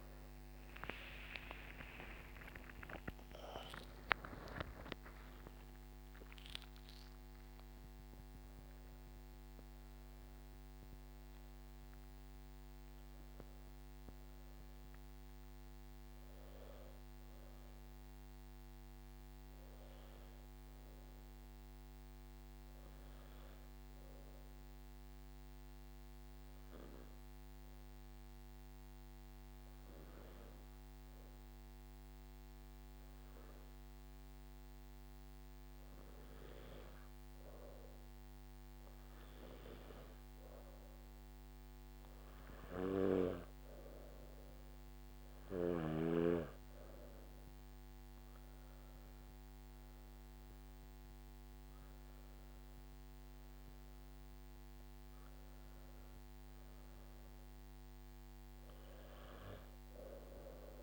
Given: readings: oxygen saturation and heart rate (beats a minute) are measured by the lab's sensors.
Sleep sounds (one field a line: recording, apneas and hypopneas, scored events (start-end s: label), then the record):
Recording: breathing in sleep by a microphone on the trachea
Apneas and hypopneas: 1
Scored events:
0.00-19.00 s: oxygen desaturation (device-marked, oxygen 88% lowest, heart rate 52 extreme)
23.50-40.50 s: hypopnea (oxygen 95% before, 91% lowest, heart rate 69 before, 53 extreme, up 12 after)
47.00-60.82 s: oxygen desaturation (device-marked, oxygen 98% before, 93% lowest, heart rate 55 before, 53 extreme)
From the record:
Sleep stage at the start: N3 (deep sleep)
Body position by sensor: on the back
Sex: male